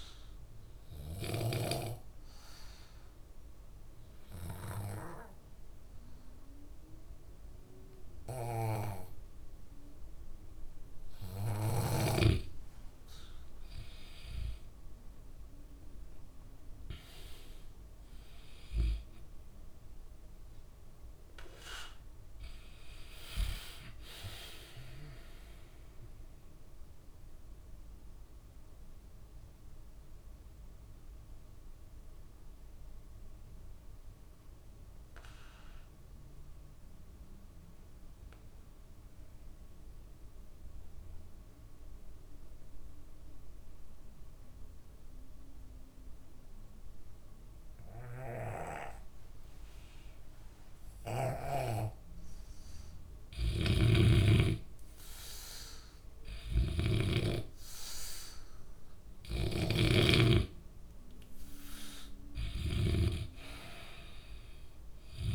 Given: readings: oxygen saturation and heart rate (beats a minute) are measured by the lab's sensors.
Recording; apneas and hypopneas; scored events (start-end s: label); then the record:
breathing in sleep by a room microphone; 2
0.00-12.00 s: oxygen desaturation (device-marked, oxygen 91% lowest, heart rate 60 extreme)
1.00-12.50 s: obstructive apnea (oxygen 97% before, 90% lowest, heart rate 67 before, 60 extreme, up 13 after)
14.50-18.50 s: arousal
28.00-53.00 s: mixed apnea (oxygen 97% before, 90% lowest, heart rate 71 before, 60 extreme, up 9 after)
53.50-57.50 s: snoring (device-marked)
54.00-58.00 s: arousal
54.00-65.35 s: oxygen desaturation (device-marked, oxygen 98% before, 90% lowest, heart rate 63 before, 63 extreme)
59.50-63.50 s: snoring (device-marked)
From the record:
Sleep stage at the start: N2 (light sleep); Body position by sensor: on the back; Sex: male